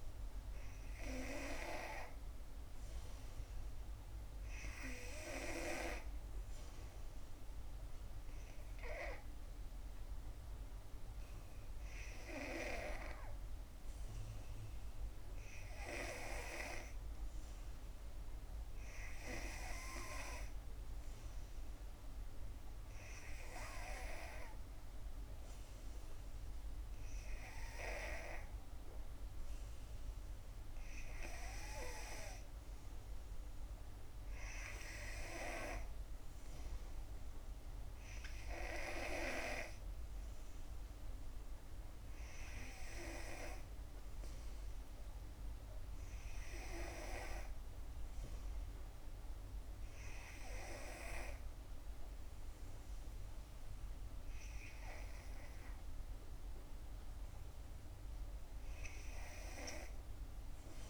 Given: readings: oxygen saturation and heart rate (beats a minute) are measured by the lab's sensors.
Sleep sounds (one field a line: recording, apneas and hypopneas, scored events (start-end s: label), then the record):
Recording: breathing in sleep by a room microphone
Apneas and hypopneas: none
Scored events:
none scored
From the record:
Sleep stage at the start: N2 (light sleep)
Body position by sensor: on the back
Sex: female